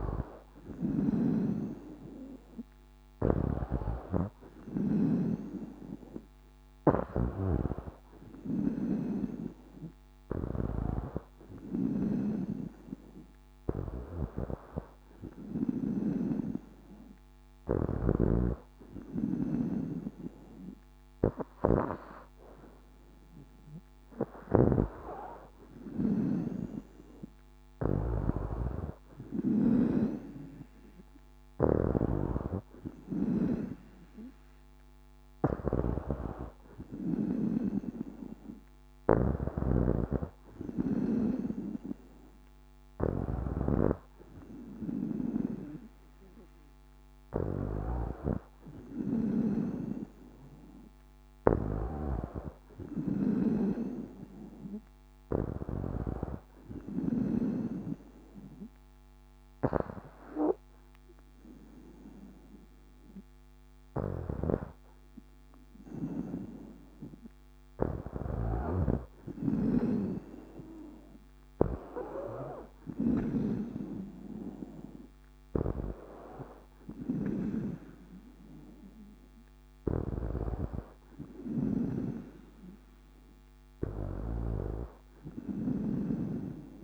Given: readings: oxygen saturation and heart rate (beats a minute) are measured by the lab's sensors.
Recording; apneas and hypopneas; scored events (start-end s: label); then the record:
breathing in sleep by a microphone on the trachea; 1
3.00-19.00 s: snoring (device-marked)
21.00-43.00 s: snoring (device-marked)
51.00-57.00 s: snoring (device-marked)
56.00-68.00 s: hypopnea (oxygen 96% before, 93% lowest, heart rate 65 before, 58 extreme, up 5 after)
68.00-73.00 s: snoring (device-marked)
71.00-74.50 s: arousal
75.00-86.00 s: snoring (device-marked)
From the record:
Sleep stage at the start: N2 (light sleep); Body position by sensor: on the back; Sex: female